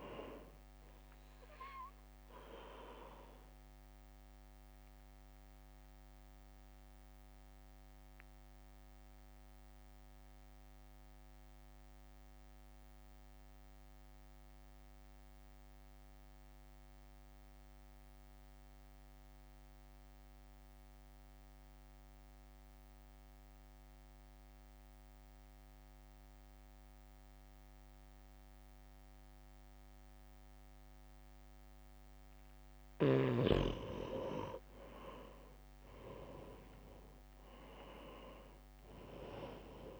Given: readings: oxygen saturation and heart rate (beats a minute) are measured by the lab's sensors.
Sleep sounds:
breathing in sleep by a microphone on the trachea; 1
0.00-8.00 s: drop in pulse transit time (device-marked, heart rate 53 extreme)
0.00-25.00 s: oxygen desaturation (device-marked, oxygen 87% lowest, heart rate 51 extreme)
4.50-34.00 s: mixed apnea (oxygen 98% before, 87% lowest, heart rate 57 before, 51 extreme, up 1 after)
35.00-40.00 s: oxygen desaturation (device-marked, oxygen 98% before, 89% lowest, heart rate 62 before, 51 extreme)
36.50-39.00 s: arousal
39.00-40.00 s: drop in pulse transit time (device-marked, heart rate 62 before, 51 extreme)
From the record:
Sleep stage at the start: N2 (light sleep); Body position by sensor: on the right side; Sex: male

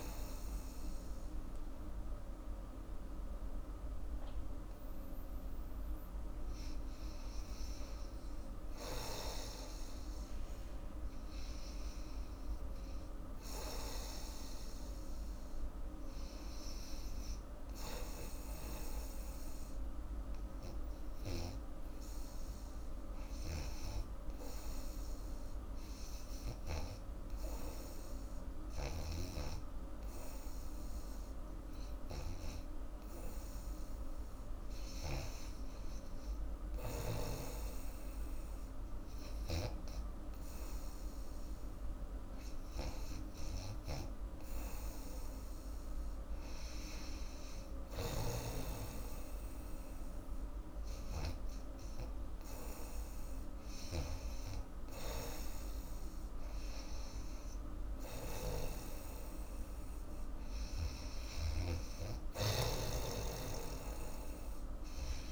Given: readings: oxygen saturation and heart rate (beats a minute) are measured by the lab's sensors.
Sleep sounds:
breathing in sleep by a room microphone; 1
19.50-45.00 s: hypopnea (oxygen 96% before, 90% lowest, heart rate 80 before, 64 extreme, up 12 after)
45.50-65.32 s: oxygen desaturation (device-marked, oxygen 95% before, 90% lowest, heart rate 73 before, 75 extreme)
47.00-51.00 s: arousal
58.00-65.32 s: snoring (device-marked)
From the record:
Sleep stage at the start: REM sleep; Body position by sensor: on the back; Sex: female

